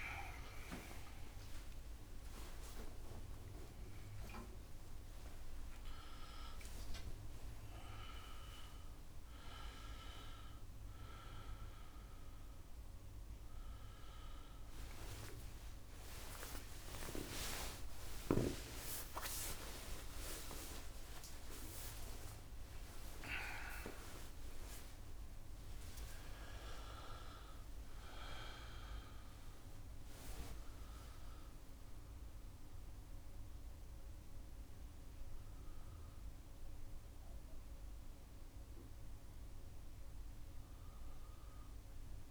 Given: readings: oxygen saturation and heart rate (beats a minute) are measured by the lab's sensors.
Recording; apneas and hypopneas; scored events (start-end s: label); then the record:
a person awake in a sleep study, by a room microphone; none
0.00-13.00 s: oxygen desaturation (device-marked, oxygen 90% lowest, heart rate 59 extreme)
0.50-2.50 s: long interval between heartbeats (device-marked, heart rate 110 before, 79 extreme)
3.50-5.50 s: long interval between heartbeats (device-marked, heart rate 113 before, 90 extreme)
6.50-8.50 s: long interval between heartbeats (device-marked, heart rate 116 before, 87 extreme)
14.50-16.50 s: long interval between heartbeats (device-marked, heart rate 97 before, 95 extreme)
17.50-19.50 s: long interval between heartbeats (device-marked, heart rate 89 before, 126 extreme)
20.50-22.50 s: long interval between heartbeats (device-marked, heart rate 90 before, 117 extreme)
From the record:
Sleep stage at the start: awake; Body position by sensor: on the right side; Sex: male